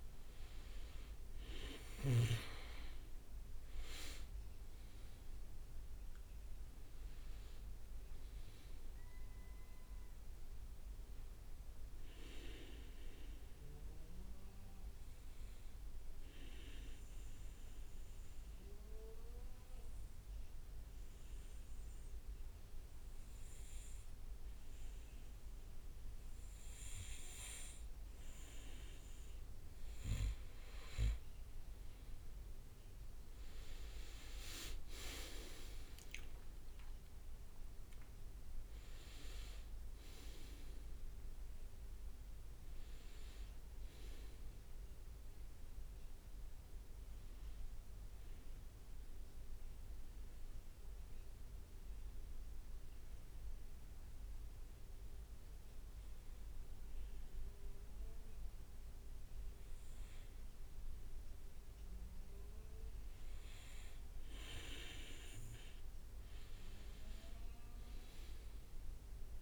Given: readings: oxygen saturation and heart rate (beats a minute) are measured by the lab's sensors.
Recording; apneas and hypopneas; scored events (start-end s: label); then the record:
breathing in sleep by a room microphone; 2
0.00-1.00 s: arousal
2.50-16.50 s: oxygen desaturation (device-marked, oxygen 99% before, 95% lowest, heart rate 64 before, 61 extreme)
15.00-28.00 s: obstructive apnea (oxygen 99% before, 94% lowest, heart rate 66 before, 63 extreme, up 7 after)
32.50-56.50 s: oxygen desaturation (device-marked, oxygen 99% before, 94% lowest, heart rate 66 before, 59 extreme)
35.00-39.00 s: arousal
48.50-60.00 s: obstructive apnea (oxygen 99% before, 95% lowest, heart rate 69 before, 59 extreme, up 6 after)
66.50-69.42 s: arousal
From the record:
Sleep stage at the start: N2 (light sleep); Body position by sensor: on the back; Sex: male